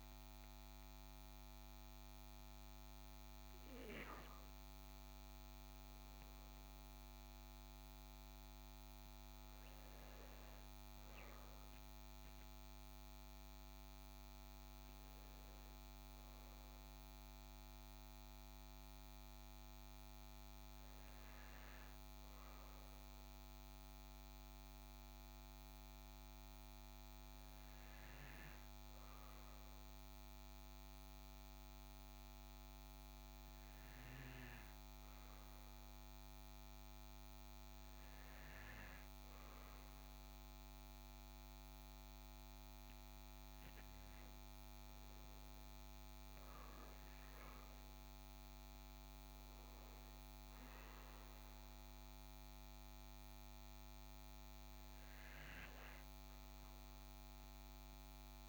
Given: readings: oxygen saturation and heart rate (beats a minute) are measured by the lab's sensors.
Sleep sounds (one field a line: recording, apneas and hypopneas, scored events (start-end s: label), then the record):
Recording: breathing in sleep, hard to hear, by a microphone on the trachea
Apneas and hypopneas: 1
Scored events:
14.50-18.00 s: arousal
26.00-42.00 s: hypopnea (oxygen 97% before, 94% lowest, heart rate 61 before, 58 extreme, up 9 after)
45.50-49.50 s: arousal
From the record:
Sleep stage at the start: N2 (light sleep)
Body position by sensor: on the right side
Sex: male